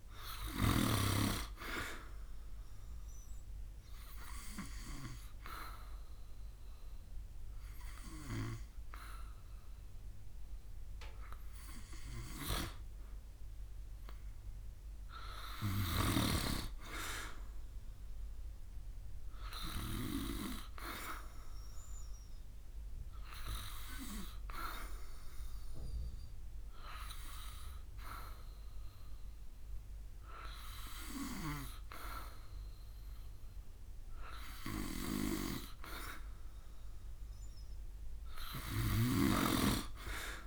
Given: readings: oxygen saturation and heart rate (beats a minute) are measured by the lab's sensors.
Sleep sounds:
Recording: breathing in sleep by a room microphone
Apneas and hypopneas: none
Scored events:
0.00-1.00 s: arousal
2.50-15.50 s: oxygen desaturation (device-marked, oxygen 94% before, 89% lowest, heart rate 72 before, 65 extreme)
26.50-40.47 s: oxygen desaturation (device-marked, oxygen 93% before, 89% lowest, heart rate 68 before, 69 extreme)
From the record:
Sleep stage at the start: N2 (light sleep)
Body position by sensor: on the back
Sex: male

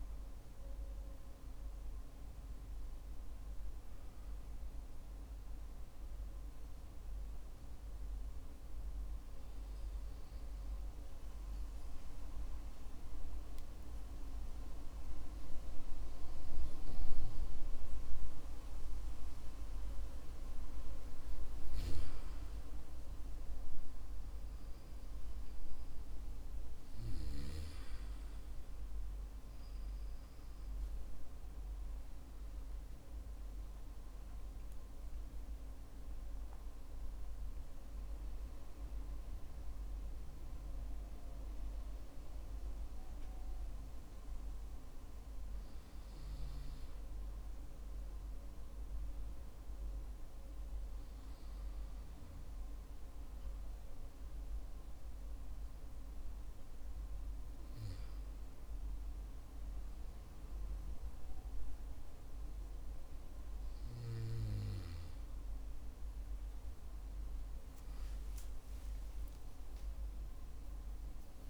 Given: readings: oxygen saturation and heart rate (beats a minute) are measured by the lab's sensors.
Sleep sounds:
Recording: breathing in sleep, hard to hear, by a room microphone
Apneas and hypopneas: 1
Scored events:
7.00-19.00 s: hypopnea (oxygen 94% before, 92% lowest, heart rate 58 before, 54 extreme, up 4 after)
34.50-39.00 s: arousal
67.50-71.50 s: arousal
68.00-71.50 s: tachycardia (device-marked, heart rate 60 before, 102 extreme)
From the record:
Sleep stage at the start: N2 (light sleep)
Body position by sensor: on the back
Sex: male

